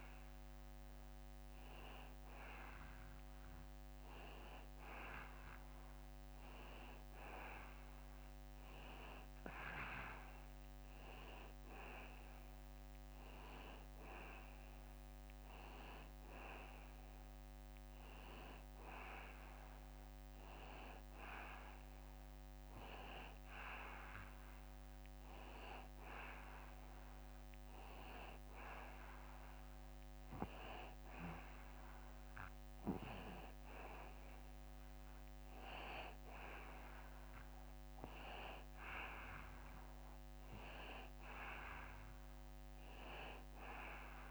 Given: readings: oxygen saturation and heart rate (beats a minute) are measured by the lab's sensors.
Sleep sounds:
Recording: breathing in sleep by a microphone on the trachea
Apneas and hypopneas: none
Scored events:
none scored
From the record:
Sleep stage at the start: N2 (light sleep)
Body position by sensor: on the back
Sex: male

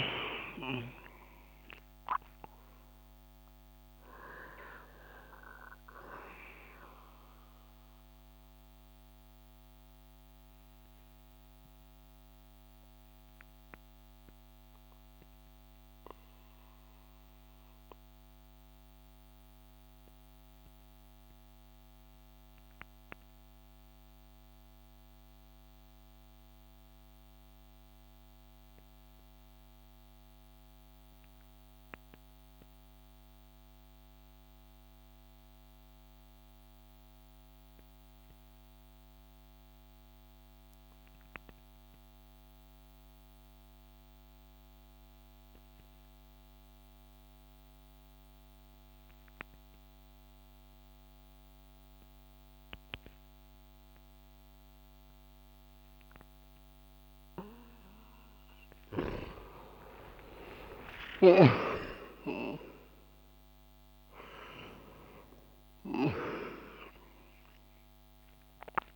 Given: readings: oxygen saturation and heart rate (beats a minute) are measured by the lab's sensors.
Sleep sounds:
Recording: breathing in sleep by a microphone on the trachea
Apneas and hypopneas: 1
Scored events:
0.00-22.00 s: oxygen desaturation (device-marked, oxygen 88% lowest)
9.50-55.50 s: mixed apnea (oxygen 96% before, 88% lowest)
42.00-68.96 s: oxygen desaturation (device-marked, oxygen 98% before, 90% lowest)
58.00-61.50 s: arousal
From the record:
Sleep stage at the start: N2 (light sleep)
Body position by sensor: on the back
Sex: male

